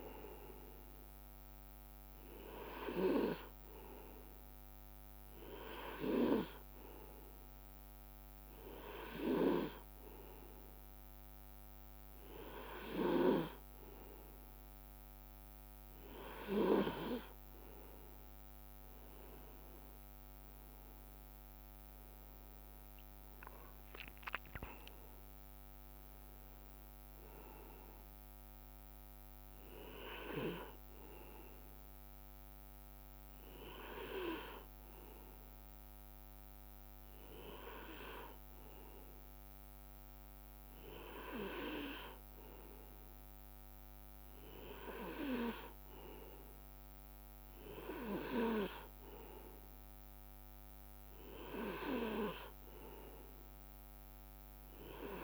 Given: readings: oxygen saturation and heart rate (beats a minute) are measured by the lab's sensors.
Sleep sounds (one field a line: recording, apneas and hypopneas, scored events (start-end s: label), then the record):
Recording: breathing in sleep by a microphone on the trachea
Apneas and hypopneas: none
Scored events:
22.00-26.00 s: arousal
27.00-29.00 s: long interval between heartbeats (device-marked, heart rate 65 before, 71 extreme)
32.00-34.00 s: long interval between heartbeats (device-marked, heart rate 65 before, 37 extreme)
40.50-42.50 s: long interval between heartbeats (device-marked)
44.00-46.00 s: long interval between heartbeats (device-marked)
From the record:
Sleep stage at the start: N2 (light sleep)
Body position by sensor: on the right side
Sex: male